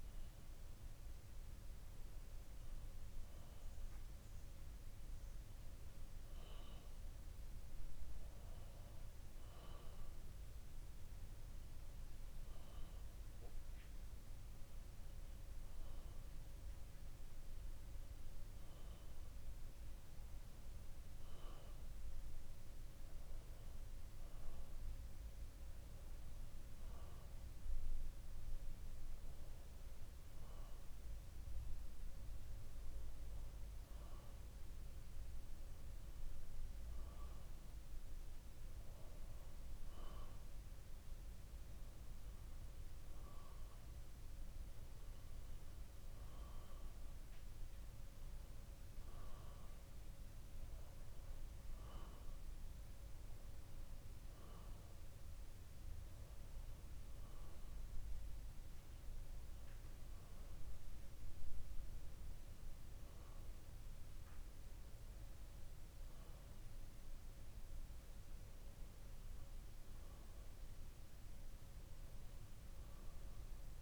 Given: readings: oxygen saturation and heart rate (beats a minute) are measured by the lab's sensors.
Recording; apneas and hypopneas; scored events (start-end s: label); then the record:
breathing in sleep, hard to hear, by a room microphone; none
none scored
From the record:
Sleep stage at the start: N2 (light sleep); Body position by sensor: on the back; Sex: male